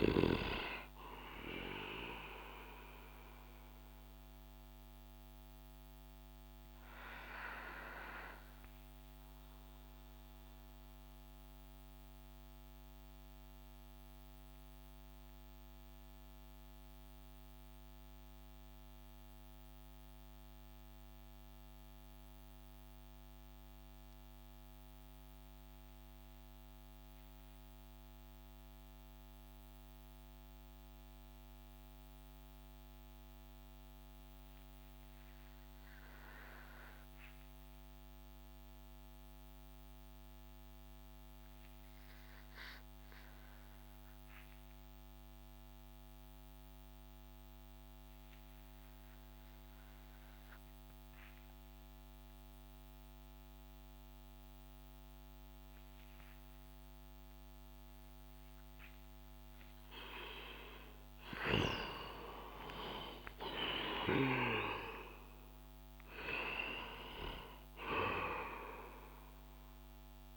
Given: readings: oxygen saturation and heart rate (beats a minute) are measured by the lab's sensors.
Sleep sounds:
breathing in sleep by a microphone on the trachea; 1
0.00-16.00 s: oxygen desaturation (device-marked, oxygen 90% lowest)
2.50-58.50 s: obstructive apnea (oxygen 96% before, 88% lowest)
37.00-70.37 s: oxygen desaturation (device-marked, oxygen 98% before, 91% lowest)
60.00-63.50 s: arousal
From the record:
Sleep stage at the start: N2 (light sleep); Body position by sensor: on the back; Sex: male

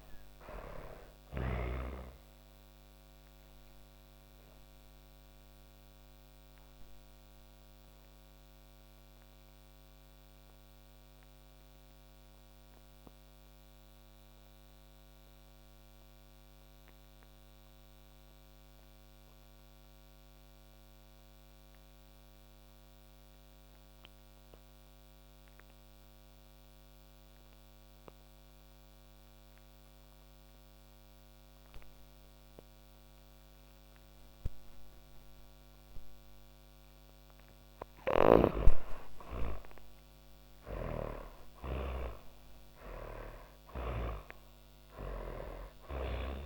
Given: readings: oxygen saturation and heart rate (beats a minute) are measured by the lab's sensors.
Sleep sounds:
breathing in sleep by a microphone on the trachea; 1
0.00-21.00 s: oxygen desaturation (device-marked, oxygen 72% lowest, heart rate 25 extreme)
2.00-35.00 s: obstructive apnea (oxygen 98% before, 72% lowest)
33.00-46.46 s: oxygen desaturation (device-marked, oxygen 99% before, 76% lowest)
36.50-46.46 s: snoring (device-marked)
37.00-40.50 s: arousal
From the record:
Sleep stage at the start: N2 (light sleep); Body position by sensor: on the back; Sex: female

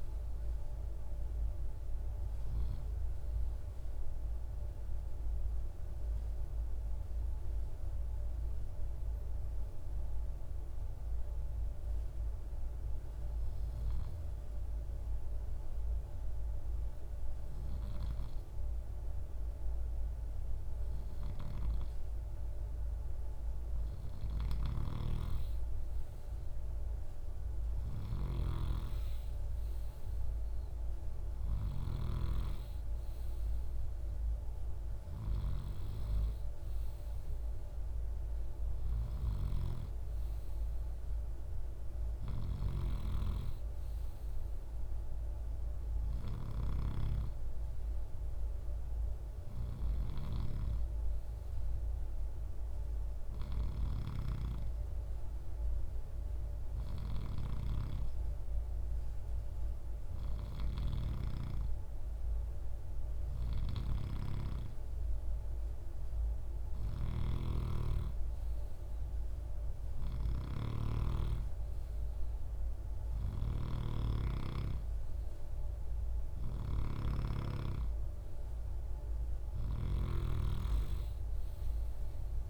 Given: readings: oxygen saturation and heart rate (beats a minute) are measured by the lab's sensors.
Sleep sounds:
breathing in sleep by a room microphone; 2
7.50-22.50 s: hypopnea (oxygen 96% before, 93% lowest, heart rate 67 before, 56 extreme, up 10 after)
24.00-31.50 s: snoring (device-marked)
25.50-30.00 s: arousal
25.50-45.50 s: oxygen desaturation (device-marked, oxygen 97% before, 93% lowest, heart rate 59 before, 59 extreme)
50.50-65.50 s: hypopnea (oxygen 97% before, 93% lowest, heart rate 69 before, 60 extreme, up 7 after)
66.00-70.50 s: snoring (device-marked)
66.50-70.00 s: arousal
72.50-82.50 s: snoring (device-marked)
From the record:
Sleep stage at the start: N2 (light sleep); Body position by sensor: on the right side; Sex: male

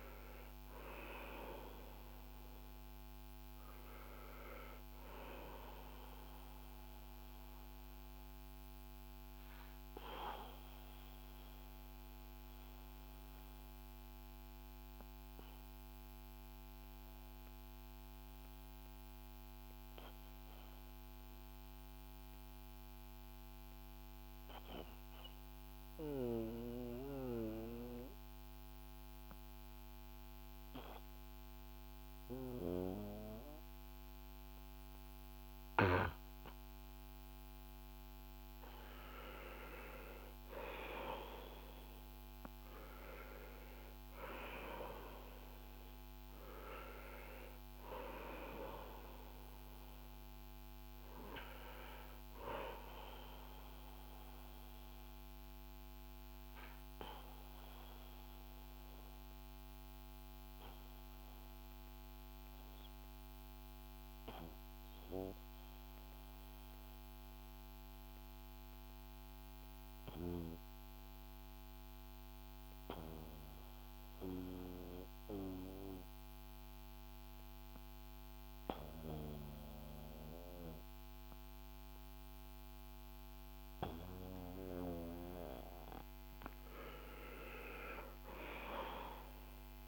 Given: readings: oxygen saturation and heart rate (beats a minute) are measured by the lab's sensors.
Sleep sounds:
breathing in sleep by a microphone on the trachea; 2
0.00-27.50 s: oxygen desaturation (device-marked, oxygen 90% lowest, heart rate 48 extreme)
7.50-38.50 s: obstructive apnea (oxygen 96% before, 90% lowest, heart rate 57 before, 48 extreme, up 5 after)
40.50-46.00 s: arousal
55.50-75.50 s: oxygen desaturation (device-marked, oxygen 94% before, 90% lowest, heart rate 58 before, 38 extreme)
56.00-85.00 s: obstructive apnea (oxygen 97% before, 90% lowest, heart rate 58 before, 38 extreme, up 4 after)
87.50-89.88 s: arousal
From the record:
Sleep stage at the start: N2 (light sleep); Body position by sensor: on the back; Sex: male

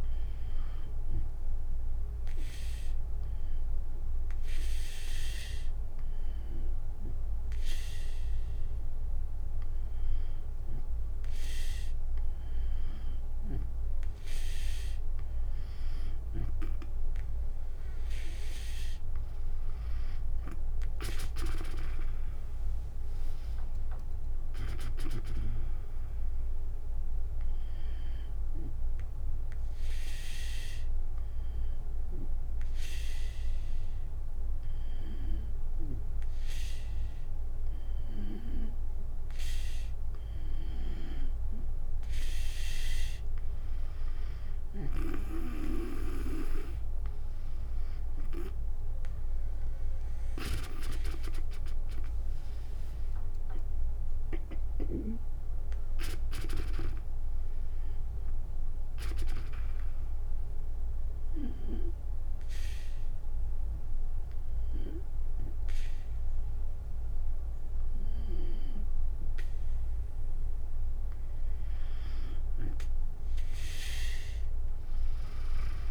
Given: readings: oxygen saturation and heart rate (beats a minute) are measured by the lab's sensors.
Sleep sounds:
breathing in sleep by a room microphone; 3
0.00-6.50 s: drop in pulse transit time (device-marked, heart rate 64 extreme)
0.00-12.50 s: oxygen desaturation (device-marked, oxygen 92% lowest, heart rate 63 extreme)
0.50-11.00 s: obstructive apnea (oxygen 96% before, 92% lowest, heart rate 69 before, 65 extreme, up 11 after)
16.00-20.00 s: arousal
20.50-31.50 s: drop in pulse transit time (device-marked, heart rate 70 before, 72 extreme)
28.00-39.50 s: obstructive apnea (oxygen 96% before, 91% lowest, heart rate 74 before, 63 extreme, up 5 after)
44.00-49.00 s: arousal
52.50-63.50 s: drop in pulse transit time (device-marked, heart rate 67 before, 67 extreme)
59.50-71.50 s: obstructive apnea (oxygen 97% before, 91% lowest, heart rate 70 before, 62 extreme, up 16 after)
74.00-75.90 s: arousal
From the record:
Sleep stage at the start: N2 (light sleep); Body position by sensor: on the back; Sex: female

